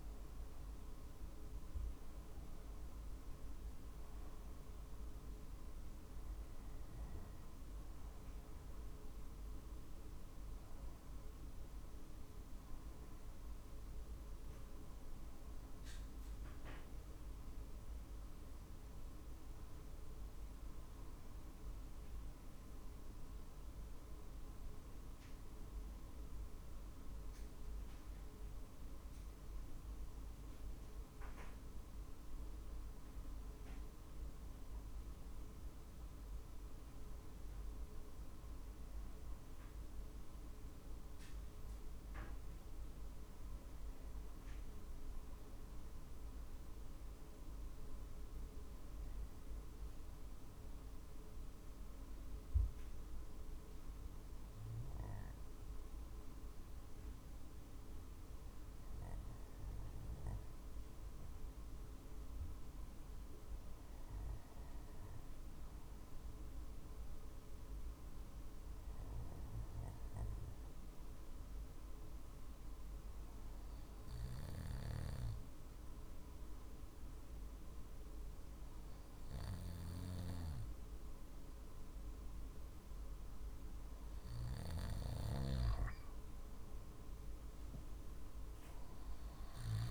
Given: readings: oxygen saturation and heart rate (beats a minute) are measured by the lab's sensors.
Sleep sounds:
breathing in sleep, hard to hear, by a room microphone; 1
21.50-25.50 s: arousal
28.50-85.50 s: obstructive apnea (oxygen 95% before, 92% lowest, heart rate 48 before, 47 extreme, up 2 after)
88.00-89.91 s: arousal
From the record:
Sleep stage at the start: N2 (light sleep); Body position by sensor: on the back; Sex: male

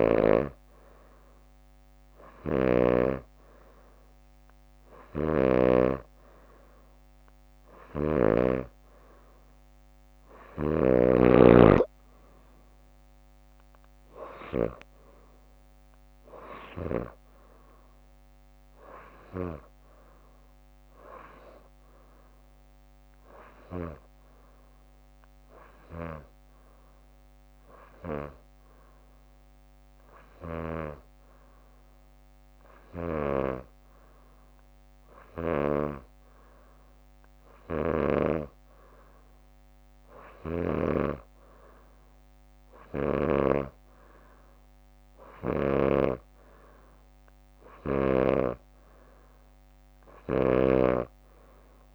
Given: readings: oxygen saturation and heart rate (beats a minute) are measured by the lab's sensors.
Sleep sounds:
breathing in sleep by a microphone on the trachea; none
0.00-3.00 s: snoring (device-marked)
5.00-8.50 s: snoring (device-marked)
11.00-19.50 s: leg movement (device-marked)
12.00-25.00 s: drop in pulse transit time (device-marked, heart rate 65 before, 64 extreme)
33.00-41.00 s: snoring (device-marked)
37.50-41.00 s: leg movement (device-marked)
45.50-46.50 s: leg movement (device-marked)
47.50-48.50 s: leg movement (device-marked)
50.00-51.95 s: leg movement (device-marked)
50.50-51.95 s: snoring (device-marked)
From the record:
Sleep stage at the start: N3 (deep sleep); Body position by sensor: on the back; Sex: female

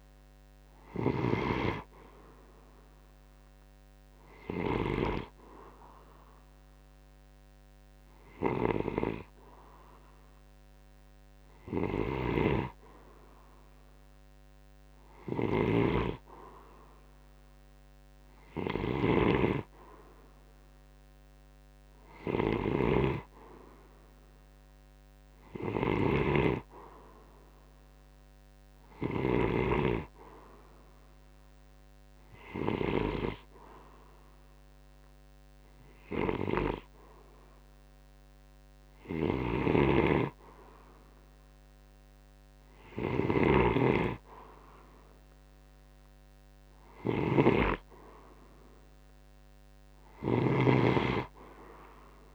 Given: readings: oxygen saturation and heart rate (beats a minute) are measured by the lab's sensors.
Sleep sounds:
breathing in sleep by a microphone on the trachea; none
0.00-4.50 s: snoring (device-marked)
11.50-52.35 s: snoring (device-marked)
From the record:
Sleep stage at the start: N2 (light sleep); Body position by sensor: on the right side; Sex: male

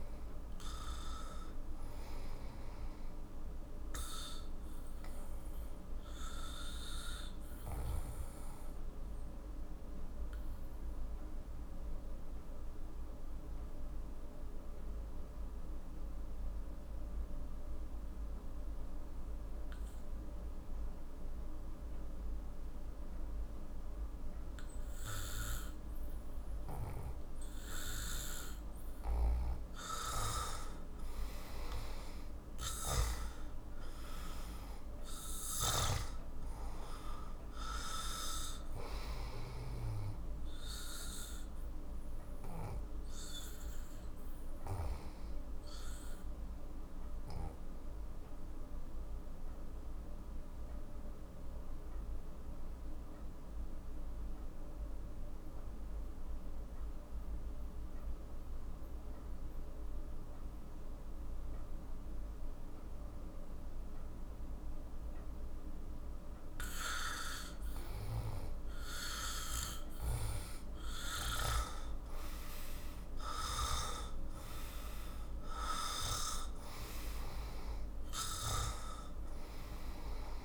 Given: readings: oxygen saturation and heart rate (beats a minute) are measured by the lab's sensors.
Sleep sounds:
breathing in sleep by a room microphone; 2
0.00-11.00 s: oxygen desaturation (device-marked, oxygen 88% lowest, heart rate 48 extreme)
9.50-28.00 s: mixed apnea (oxygen 94% before, 90% lowest, heart rate 58 before, 48 extreme, up 11 after)
30.00-52.00 s: oxygen desaturation (device-marked, oxygen 98% before, 92% lowest, heart rate 51 before, 47 extreme)
30.50-35.50 s: arousal
46.50-67.50 s: mixed apnea (oxygen 98% before, 90% lowest, heart rate 57 before, 47 extreme, up 12 after)
69.00-73.50 s: arousal
71.00-80.45 s: oxygen desaturation (device-marked, oxygen 97% before, 90% lowest, heart rate 50 before, 46 extreme)
From the record:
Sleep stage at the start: REM sleep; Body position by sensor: on the back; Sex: male

